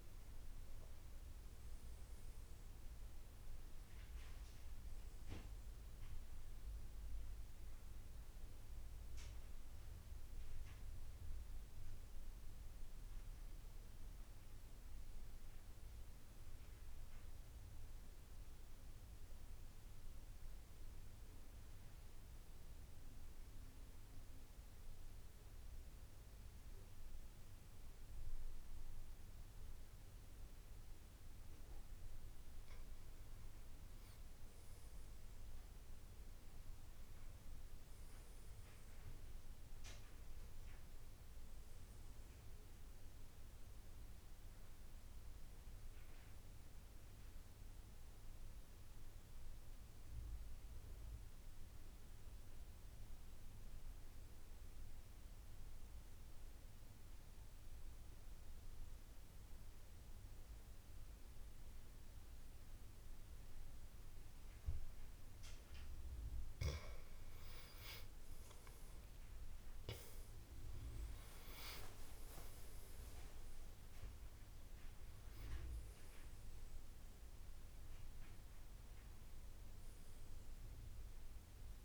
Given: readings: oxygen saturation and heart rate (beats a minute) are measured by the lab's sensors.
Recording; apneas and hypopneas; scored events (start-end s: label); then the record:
breathing in sleep, hard to hear, by a room microphone; 2
0.00-17.50 s: oxygen desaturation (device-marked, oxygen 88% lowest, heart rate 68 extreme)
10.00-32.50 s: mixed apnea (oxygen 95% before, 87% lowest, heart rate 86 before, 68 extreme, up 14 after)
31.50-56.50 s: oxygen desaturation (device-marked, oxygen 96% before, 87% lowest, heart rate 73 before, 73 extreme)
34.50-38.50 s: arousal
47.50-66.00 s: mixed apnea (oxygen 96% before, 87% lowest, heart rate 82 before, 74 extreme, up 15 after)
66.50-81.85 s: oxygen desaturation (device-marked, oxygen 96% before, 87% lowest, heart rate 77 before, 80 extreme)
73.50-81.85 s: new sleep stage, awake
From the record:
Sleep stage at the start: N2 (light sleep); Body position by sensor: on the back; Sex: male